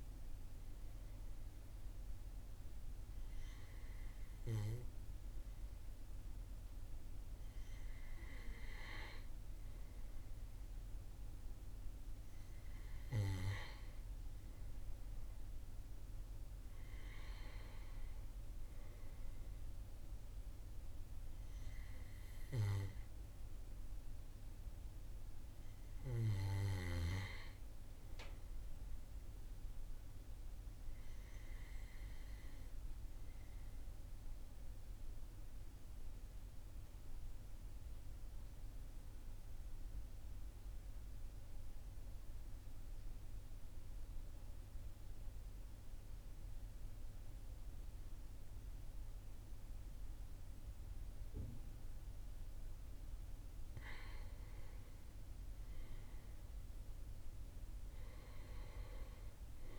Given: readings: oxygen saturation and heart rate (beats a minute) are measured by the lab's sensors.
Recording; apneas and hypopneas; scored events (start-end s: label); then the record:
breathing in sleep by a room microphone; 1
34.00-53.00 s: obstructive apnea (oxygen 97% before, 94% lowest, heart rate 40 before, 40 extreme, up 2 after)
55.00-59.50 s: arousal
From the record:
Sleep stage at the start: N2 (light sleep); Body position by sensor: on the back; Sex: male